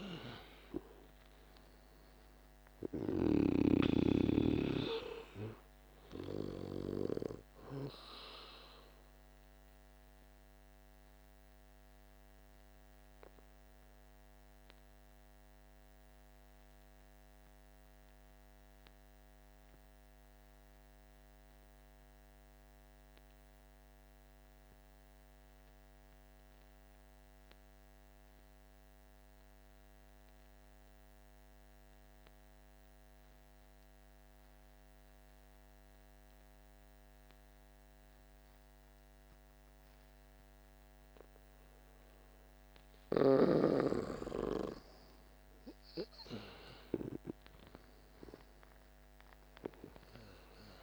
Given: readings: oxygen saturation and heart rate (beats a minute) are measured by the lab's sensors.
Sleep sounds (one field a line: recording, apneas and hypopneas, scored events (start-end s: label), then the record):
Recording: breathing in sleep by a microphone on the trachea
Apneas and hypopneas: 1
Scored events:
0.00-21.00 s: oxygen desaturation (device-marked, oxygen 84% lowest, heart rate 48 extreme)
10.00-41.50 s: obstructive apnea (oxygen 99% before, 84% lowest, heart rate 57 before, 47 extreme, up 11 after)
41.00-50.83 s: oxygen desaturation (device-marked, oxygen 98% before, 88% lowest, heart rate 49 before, 47 extreme)
44.50-49.00 s: arousal
From the record:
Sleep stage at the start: N2 (light sleep)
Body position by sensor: on the back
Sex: male